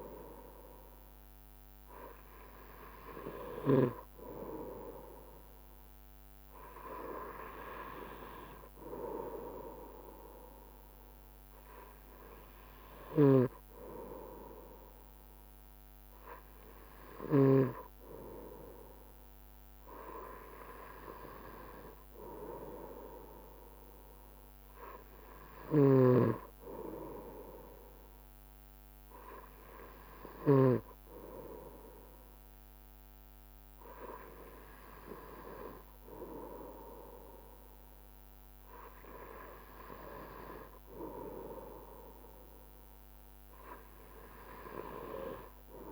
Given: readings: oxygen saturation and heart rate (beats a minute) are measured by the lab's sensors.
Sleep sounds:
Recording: breathing in sleep by a microphone on the trachea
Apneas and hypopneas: none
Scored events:
13.00-18.00 s: snoring (device-marked)
25.50-31.00 s: snoring (device-marked)
From the record:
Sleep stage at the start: N2 (light sleep)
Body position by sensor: on the right side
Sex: male

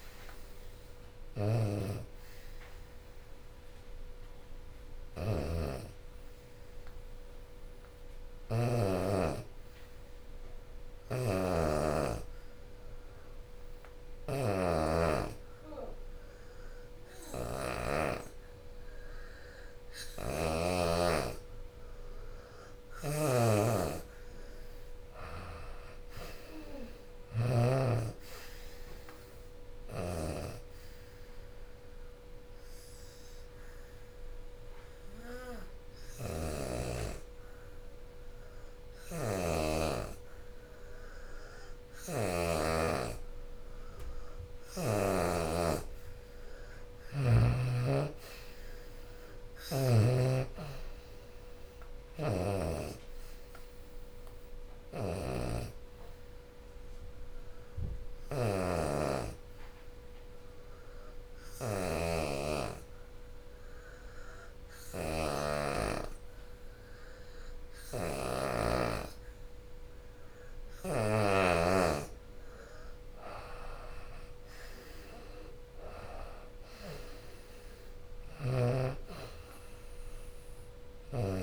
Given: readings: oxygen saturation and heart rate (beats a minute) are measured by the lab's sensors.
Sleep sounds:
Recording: breathing in sleep by a room microphone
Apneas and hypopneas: 3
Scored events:
0.00-13.50 s: oxygen desaturation (device-marked, oxygen 83% lowest, heart rate 66 extreme)
11.00-13.00 s: long interval between heartbeats (device-marked, heart rate 80 before, 76 extreme)
11.50-23.00 s: obstructive apnea (oxygen 89% before, 83% lowest, heart rate 80 before, 65 extreme, up 13 after)
19.50-41.50 s: oxygen desaturation (device-marked, oxygen 93% before, 84% lowest, heart rate 79 before, 65 extreme)
24.50-28.00 s: arousal
24.50-33.50 s: drop in pulse transit time (device-marked, heart rate 77 before, 79 extreme)
31.00-44.50 s: obstructive apnea (oxygen 93% before, 83% lowest, heart rate 80 before, 65 extreme, up 24 after)
44.50-56.50 s: drop in pulse transit time (device-marked, heart rate 76 before, 77 extreme)
46.00-48.50 s: arousal
47.50-63.50 s: oxygen desaturation (device-marked, oxygen 92% before, 85% lowest, heart rate 76 before, 65 extreme)
56.00-70.00 s: obstructive apnea (oxygen 92% before, 83% lowest, heart rate 78 before, 65 extreme, up 24 after)
69.50-81.42 s: oxygen desaturation (device-marked, oxygen 91% before, 83% lowest, heart rate 76 before, 69 extreme)
71.50-81.42 s: drop in pulse transit time (device-marked, heart rate 75 before, 76 extreme)
73.00-77.50 s: arousal
From the record:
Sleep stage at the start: N2 (light sleep)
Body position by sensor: on the back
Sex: female

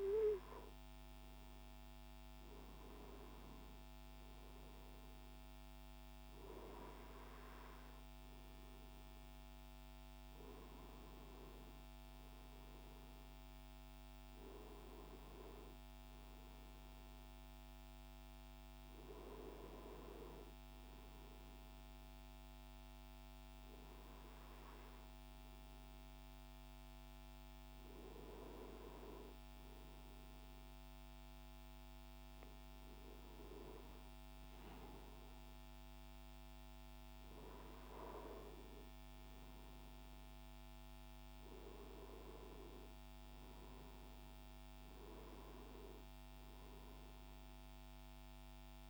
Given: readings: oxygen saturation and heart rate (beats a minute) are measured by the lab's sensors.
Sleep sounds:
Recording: breathing in sleep by a microphone on the trachea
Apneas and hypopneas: none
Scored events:
42.00-45.50 s: arousal
From the record:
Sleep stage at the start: N2 (light sleep)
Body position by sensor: on the right side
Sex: male

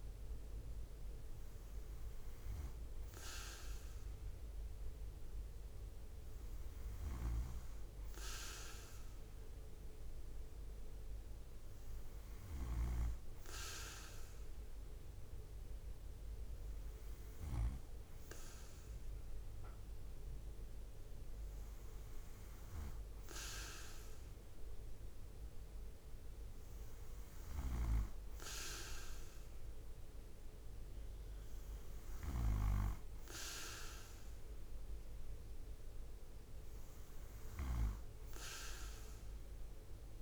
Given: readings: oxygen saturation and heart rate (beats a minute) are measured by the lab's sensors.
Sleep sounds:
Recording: breathing in sleep by a room microphone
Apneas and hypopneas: none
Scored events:
6.50-12.50 s: snoring (device-marked)
From the record:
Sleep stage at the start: N2 (light sleep)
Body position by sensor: on the right side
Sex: male

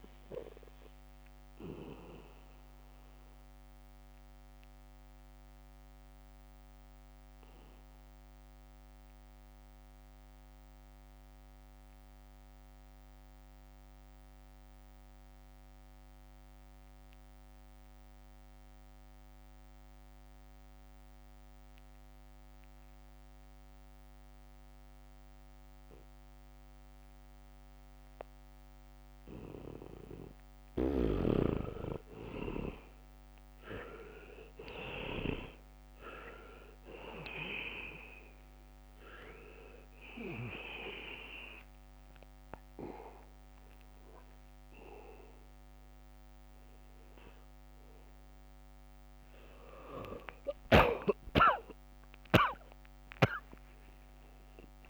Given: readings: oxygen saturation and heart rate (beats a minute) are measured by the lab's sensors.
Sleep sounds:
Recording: breathing in sleep by a microphone on the trachea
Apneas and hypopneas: 1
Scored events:
0.00-2.00 s: leg movement (device-marked)
0.00-17.50 s: oxygen desaturation (device-marked, oxygen 80% lowest, heart rate 65 extreme)
3.00-30.50 s: obstructive apnea (oxygen 99% before, 77% lowest, heart rate 70 before, 65 extreme)
21.50-25.00 s: leg movement (device-marked)
25.50-54.90 s: oxygen desaturation (device-marked, oxygen 99% before, 77% lowest, heart rate 71 before, 65 extreme)
52.00-54.90 s: arousal
From the record:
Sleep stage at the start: N2 (light sleep)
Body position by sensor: on the back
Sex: male

